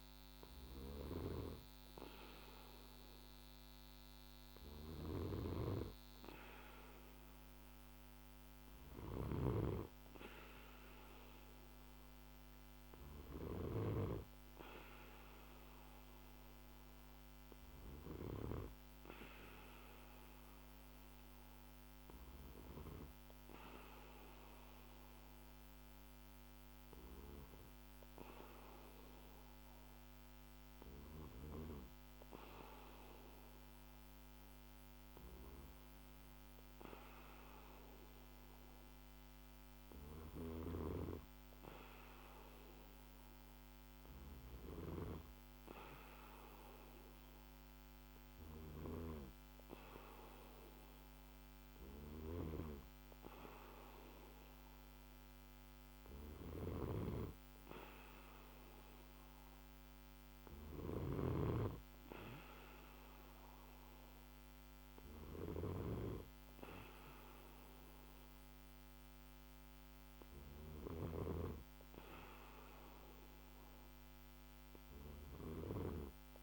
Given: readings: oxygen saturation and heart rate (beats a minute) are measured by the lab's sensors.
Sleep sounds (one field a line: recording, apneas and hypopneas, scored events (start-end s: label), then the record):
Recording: a person partly awake in a sleep study, by a microphone on the trachea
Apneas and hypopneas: none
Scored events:
16.00-76.43 s: new sleep stage, N2 (light sleep)
From the record:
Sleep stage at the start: awake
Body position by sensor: on the back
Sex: male